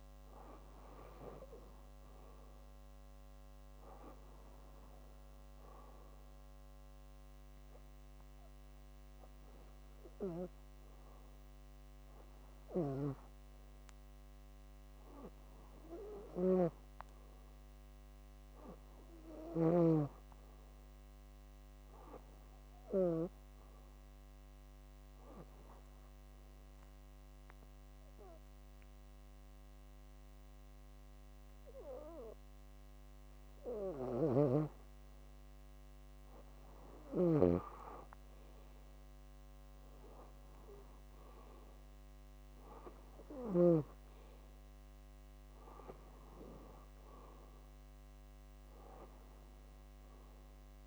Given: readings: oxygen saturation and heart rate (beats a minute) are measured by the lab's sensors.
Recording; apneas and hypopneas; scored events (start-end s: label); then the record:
breathing in sleep by a microphone on the trachea; 1
16.00-19.50 s: snoring (device-marked)
24.50-34.50 s: obstructive apnea (oxygen 96% before, 93% lowest, heart rate 69 before, 62 extreme, up 7 after)
33.50-37.00 s: snoring (device-marked)
From the record:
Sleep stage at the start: REM sleep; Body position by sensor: on the back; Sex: female